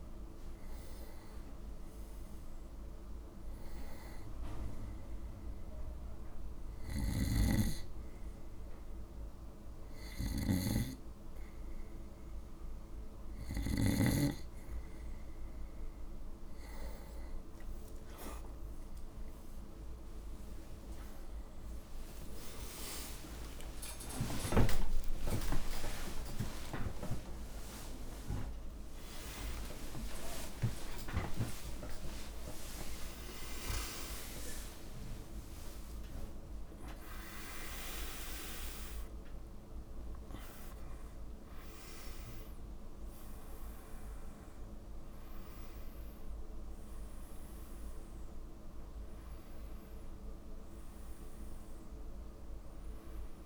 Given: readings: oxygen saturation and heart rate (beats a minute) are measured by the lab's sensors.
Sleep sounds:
a person awake in a sleep study, by a room microphone; none
6.50-14.00 s: snoring (device-marked)
10.50-40.50 s: new sleep stage, awake
40.50-53.46 s: new sleep stage, N1 (lightest sleep)
From the record:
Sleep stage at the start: N2 (light sleep); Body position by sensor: on the back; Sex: male

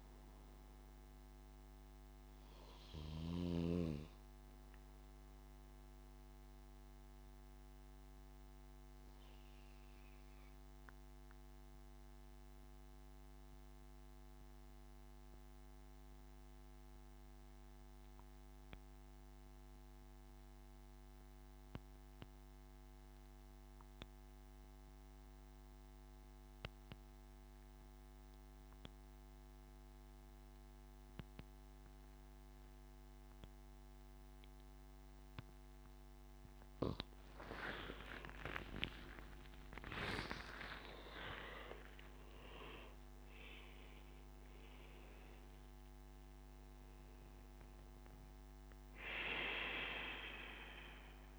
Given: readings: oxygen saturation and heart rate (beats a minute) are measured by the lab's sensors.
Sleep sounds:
breathing in sleep by a microphone on the trachea; 1
0.00-7.00 s: oxygen desaturation (device-marked, oxygen 93% lowest, heart rate 62 extreme)
0.50-34.50 s: obstructive apnea (oxygen 99% before, 90% lowest, heart rate 75 before, 65 extreme, up 20 after)
27.00-51.39 s: oxygen desaturation (device-marked, oxygen 99% before, 90% lowest, heart rate 69 before, 66 extreme)
37.50-42.00 s: arousal
From the record:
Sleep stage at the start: N2 (light sleep); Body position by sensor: on the back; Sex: male

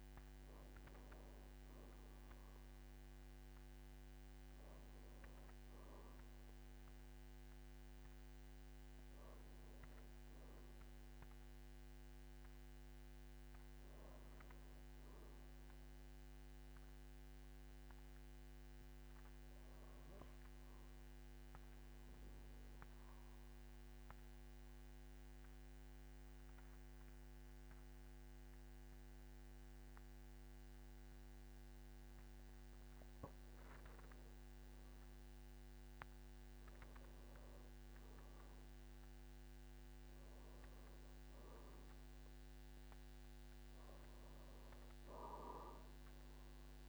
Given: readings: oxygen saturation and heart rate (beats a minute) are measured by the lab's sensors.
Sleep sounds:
breathing in sleep, hard to hear, by a microphone on the trachea; 1
0.00-18.00 s: oxygen desaturation (device-marked, oxygen 90% lowest, heart rate 48 extreme)
16.50-19.00 s: arousal
21.50-32.00 s: central apnea (oxygen 99% before, 92% lowest, heart rate 55 before, 48 extreme, up 13 after)
23.00-46.89 s: new sleep stage, N2 (light sleep)
34.50-39.00 s: arousal
40.00-46.89 s: oxygen desaturation (device-marked, oxygen 99% before, 95% lowest, heart rate 53 before, 48 extreme)
From the record:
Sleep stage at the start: N1 (lightest sleep); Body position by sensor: on the back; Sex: male

